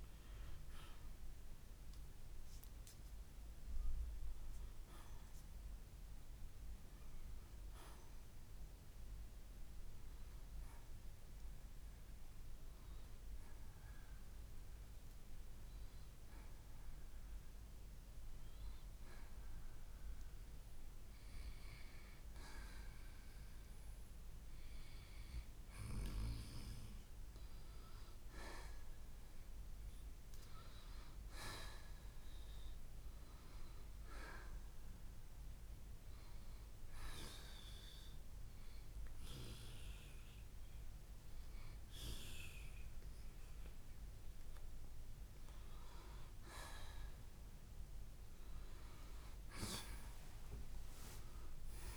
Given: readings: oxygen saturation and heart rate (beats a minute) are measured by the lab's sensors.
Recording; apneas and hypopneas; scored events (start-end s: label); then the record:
breathing in sleep by a room microphone; 1
0.00-12.50 s: oxygen desaturation (device-marked, oxygen 87% lowest, heart rate 60 extreme)
15.50-20.50 s: arousal
34.00-45.00 s: hypopnea (oxygen 93% before, 86% lowest, heart rate 64 before, 56 extreme, up 5 after)
47.50-51.97 s: arousal
From the record:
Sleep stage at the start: N2 (light sleep); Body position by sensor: on the right side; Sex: male